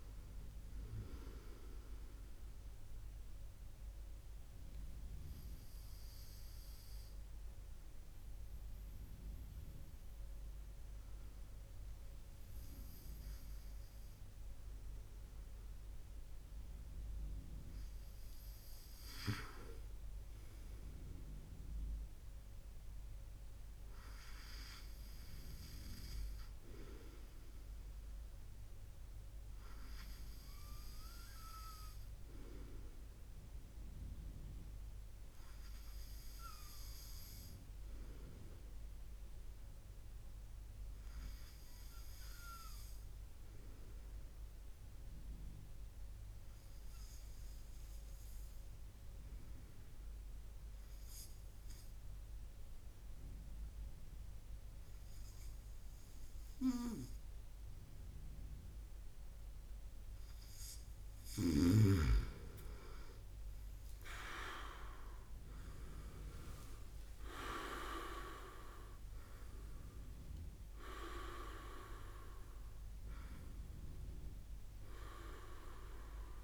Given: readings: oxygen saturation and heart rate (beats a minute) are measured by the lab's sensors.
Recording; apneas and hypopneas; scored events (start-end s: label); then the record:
breathing in sleep by a room microphone; 2
4.50-17.00 s: obstructive apnea (oxygen 100% before, 96% lowest, heart rate 69 before, 58 extreme, up 7 after)
17.00-76.44 s: new sleep stage, N2 (light sleep)
17.50-22.00 s: arousal
45.50-58.50 s: obstructive apnea (oxygen 100% before, 96% lowest, heart rate 63 before, 62 extreme, up 7 after)
62.00-65.00 s: arousal
From the record:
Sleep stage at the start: N1 (lightest sleep); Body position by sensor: on the right side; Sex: male